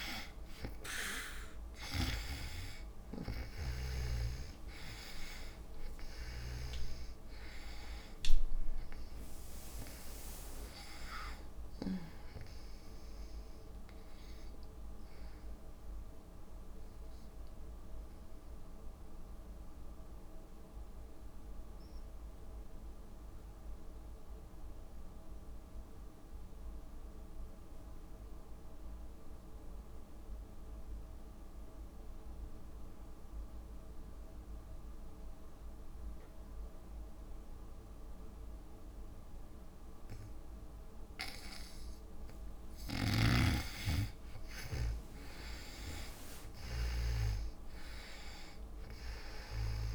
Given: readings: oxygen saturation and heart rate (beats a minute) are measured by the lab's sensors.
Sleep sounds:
breathing in sleep by a room microphone; 1
0.00-4.50 s: arousal
0.00-23.00 s: oxygen desaturation (device-marked, oxygen 98% before, 82% lowest, heart rate 59 before, 54 extreme)
9.00-11.00 s: long interval between heartbeats (device-marked, heart rate 64 before, 87 extreme)
10.00-20.00 s: drop in pulse transit time (device-marked, heart rate 65 before, 58 extreme)
16.50-41.00 s: obstructive apnea (oxygen 99% before, 74% lowest, heart rate 72 before, 54 extreme, up 11 after)
37.00-49.94 s: oxygen desaturation (device-marked, oxygen 98% before, 74% lowest, heart rate 58 before, 55 extreme)
42.50-47.00 s: snoring (device-marked)
44.00-48.00 s: arousal
From the record:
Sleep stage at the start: N2 (light sleep); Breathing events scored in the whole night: 383 in 4.4 hours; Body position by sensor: on the back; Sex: female

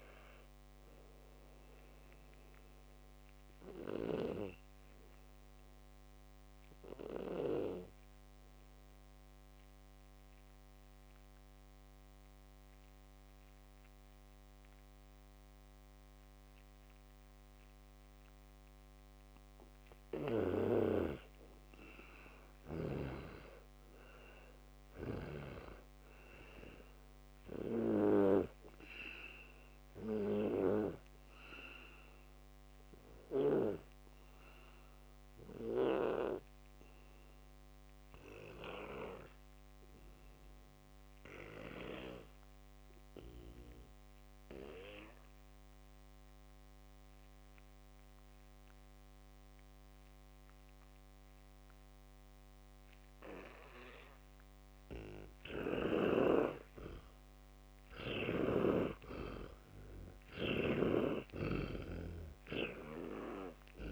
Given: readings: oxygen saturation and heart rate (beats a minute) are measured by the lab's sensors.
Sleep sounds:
breathing in sleep by a microphone on the trachea; 2
1.50-15.50 s: oxygen desaturation (device-marked, oxygen 97% before, 87% lowest, heart rate 78 before, 58 extreme)
4.00-8.00 s: snoring (device-marked)
9.50-21.50 s: obstructive apnea (oxygen 97% before, 86% lowest, heart rate 69 before, 58 extreme, up 13 after)
24.00-28.50 s: arousal
29.50-47.50 s: oxygen desaturation (device-marked, oxygen 100% before, 90% lowest, heart rate 62 before, 59 extreme)
38.50-54.00 s: obstructive apnea (oxygen 100% before, 86% lowest, heart rate 65 before, 59 extreme, up 1 after)
56.50-60.00 s: arousal
58.50-62.00 s: snoring (device-marked)
58.50-63.92 s: oxygen desaturation (device-marked, oxygen 100% before, 86% lowest, heart rate 61 before, 61 extreme)
From the record:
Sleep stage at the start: N2 (light sleep); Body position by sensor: on the back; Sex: male

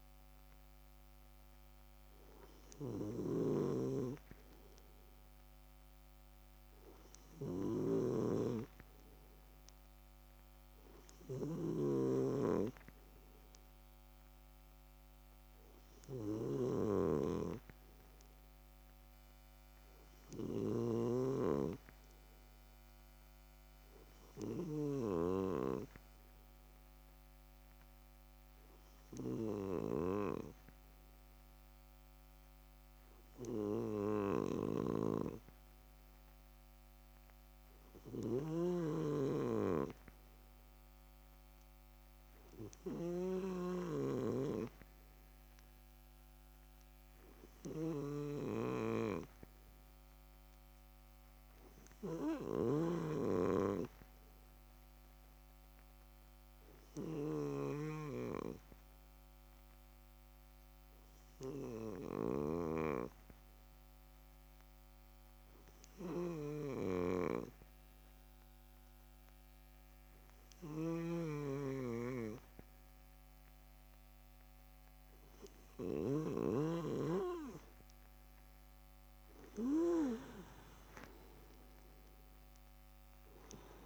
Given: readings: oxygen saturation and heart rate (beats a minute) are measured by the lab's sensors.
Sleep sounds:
breathing in sleep by a microphone on the trachea; 1
0.00-25.00 s: snoring (device-marked)
34.00-76.00 s: snoring (device-marked)
56.00-76.50 s: hypopnea (oxygen 97% before, 94% lowest)
79.00-83.00 s: arousal
From the record:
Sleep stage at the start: N2 (light sleep); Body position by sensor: on the left side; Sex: male

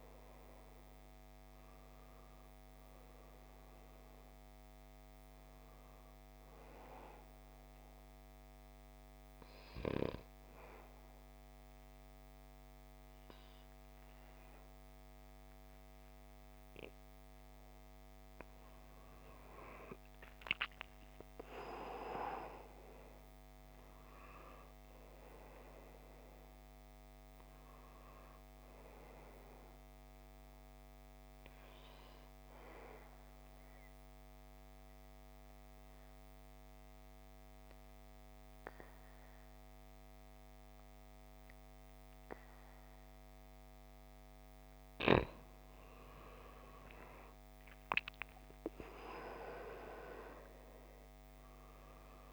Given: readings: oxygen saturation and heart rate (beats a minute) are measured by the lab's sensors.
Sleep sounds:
breathing in sleep by a microphone on the trachea; 2
0.00-19.50 s: oxygen desaturation (device-marked, oxygen 92% lowest, heart rate 54 extreme)
6.50-17.50 s: obstructive apnea (oxygen 98% before, 91% lowest, heart rate 61 before, 54 extreme, up 10 after)
20.50-23.50 s: arousal
33.00-44.50 s: mixed apnea (oxygen 97% before, 91% lowest, heart rate 64 before, 54 extreme, up 10 after)
47.50-51.00 s: arousal
From the record:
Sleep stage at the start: N2 (light sleep); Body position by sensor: on the back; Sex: male

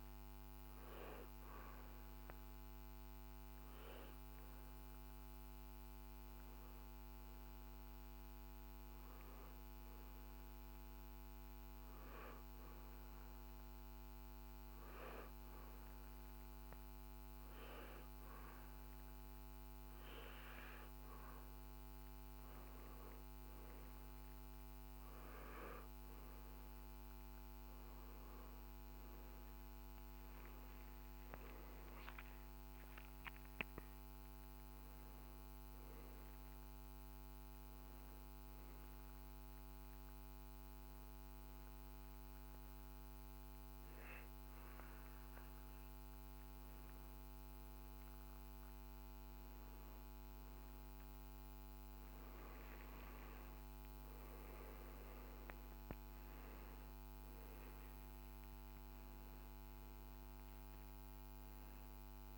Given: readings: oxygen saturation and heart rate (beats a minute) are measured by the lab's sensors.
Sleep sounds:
breathing in sleep, hard to hear, by a microphone on the trachea; 1
0.00-12.00 s: oxygen desaturation (device-marked, oxygen 92% lowest, heart rate 54 extreme)
11.50-23.00 s: hypopnea (oxygen 99% before, 93% lowest, heart rate 59 before, 55 extreme, up 15 after)
30.50-34.50 s: arousal
53.00-57.00 s: arousal
From the record:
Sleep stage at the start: N2 (light sleep); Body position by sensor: on the back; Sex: male

